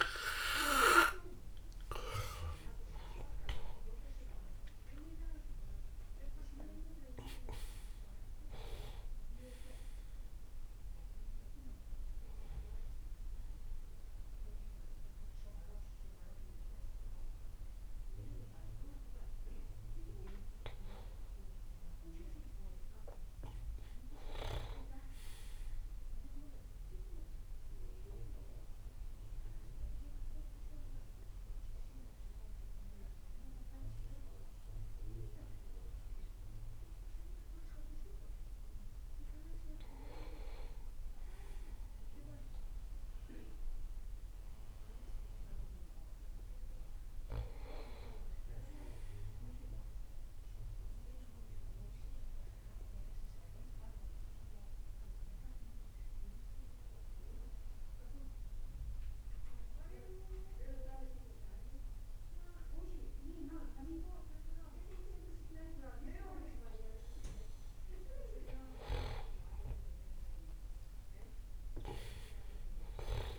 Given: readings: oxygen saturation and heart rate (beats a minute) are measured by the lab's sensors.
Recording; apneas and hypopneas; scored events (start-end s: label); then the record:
breathing in sleep by a room microphone; 2
28.00-39.00 s: central apnea (oxygen 99% before, 90% lowest)
30.00-73.39 s: new sleep stage, N2 (light sleep)
41.50-45.00 s: arousal
47.00-57.00 s: oxygen desaturation (device-marked, oxygen 98% before, 94% lowest)
52.00-68.00 s: central apnea (oxygen 99% before, 90% lowest)
70.00-73.39 s: arousal
From the record:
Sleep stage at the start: N1 (lightest sleep); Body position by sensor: on the back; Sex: male